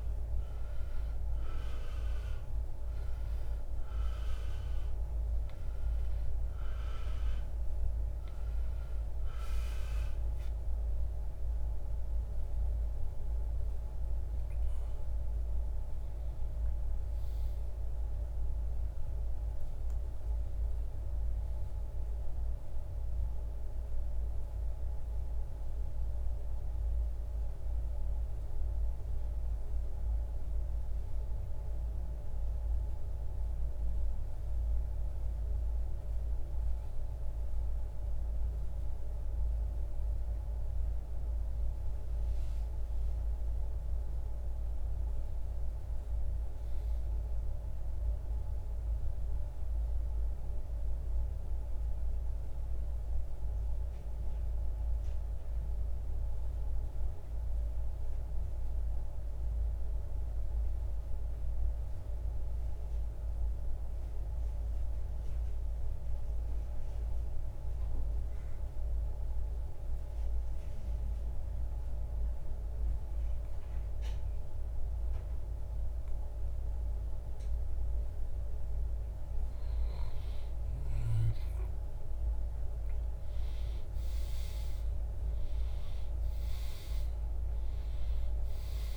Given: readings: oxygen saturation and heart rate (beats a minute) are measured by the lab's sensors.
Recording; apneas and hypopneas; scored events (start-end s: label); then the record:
breathing in sleep, hard to hear, by a room microphone; 1
0.00-31.50 s: oxygen desaturation (device-marked, oxygen 80% lowest, heart rate 55 extreme)
39.50-44.50 s: arousal
47.50-78.50 s: mixed apnea (oxygen 99% before, 81% lowest, heart rate 74 before, 56 extreme, up 13 after)
79.50-85.00 s: arousal
84.50-88.97 s: oxygen desaturation (device-marked, oxygen 94% before, 90% lowest, heart rate 64 before, 67 extreme)
From the record:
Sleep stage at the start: REM sleep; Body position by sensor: on the back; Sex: male